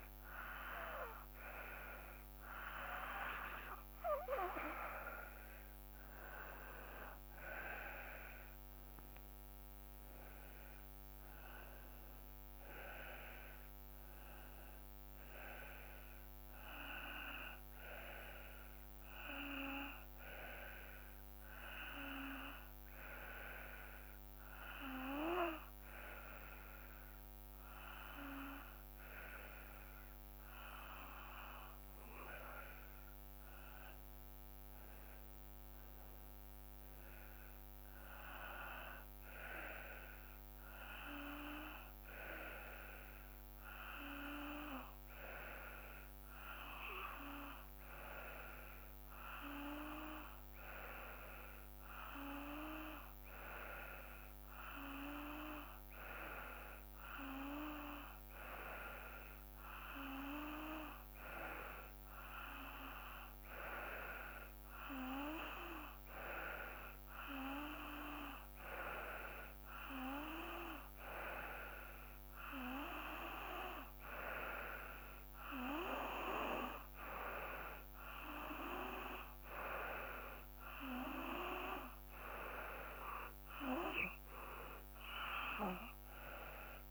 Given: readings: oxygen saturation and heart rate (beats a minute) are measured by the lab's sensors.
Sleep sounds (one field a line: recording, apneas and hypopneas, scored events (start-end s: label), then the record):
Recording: breathing in sleep by a microphone on the trachea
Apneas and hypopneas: 2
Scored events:
19.50-31.50 s: hypopnea (oxygen 94% before, 92% lowest, heart rate 58 before, 54 extreme, up 4 after)
34.00-38.50 s: arousal
44.00-63.50 s: hypopnea (oxygen 95% before, 92% lowest, heart rate 56 before, 56 extreme, up 2 after)
64.00-68.00 s: arousal
From the record:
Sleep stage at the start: N2 (light sleep)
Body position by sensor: on the back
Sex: male